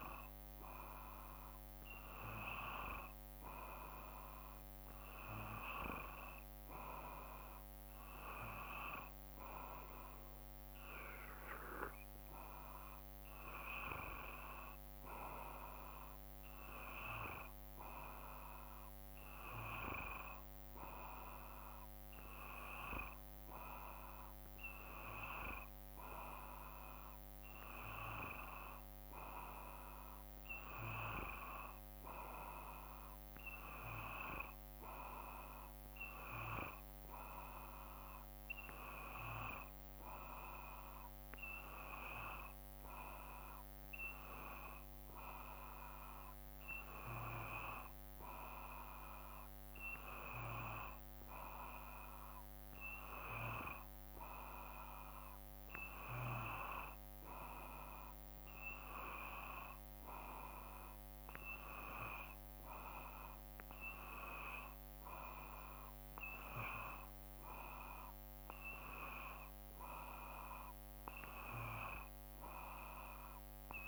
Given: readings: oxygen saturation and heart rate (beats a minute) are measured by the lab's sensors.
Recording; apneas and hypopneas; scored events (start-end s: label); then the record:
breathing in sleep by a microphone on the trachea; none
none scored
From the record:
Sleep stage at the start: N2 (light sleep); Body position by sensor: on the back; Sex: male